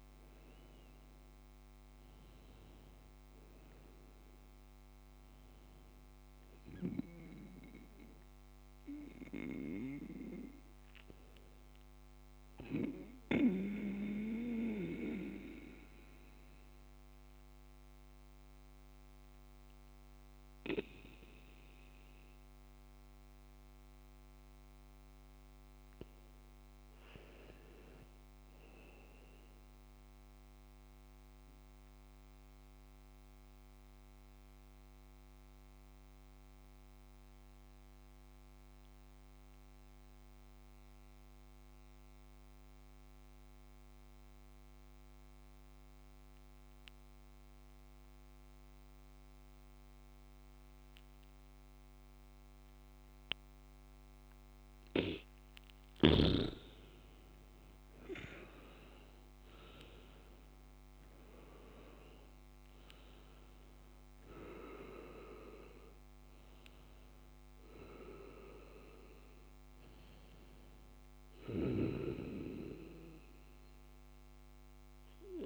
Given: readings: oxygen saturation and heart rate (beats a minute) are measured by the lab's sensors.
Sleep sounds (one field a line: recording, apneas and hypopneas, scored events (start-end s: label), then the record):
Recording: breathing in sleep by a microphone on the trachea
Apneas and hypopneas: 2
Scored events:
13.00-24.00 s: obstructive apnea (oxygen 98% before, 93% lowest, heart rate 61 before, 63 extreme, up 7 after)
25.50-29.00 s: arousal
32.50-54.50 s: mixed apnea (oxygen 100% before, 93% lowest, heart rate 66 before, 60 extreme, up 0 after)
53.50-75.46 s: oxygen desaturation (device-marked, oxygen 99% before, 93% lowest, heart rate 68 before, 58 extreme)
56.50-59.50 s: arousal
From the record:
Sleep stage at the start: N2 (light sleep)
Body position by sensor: on the back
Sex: male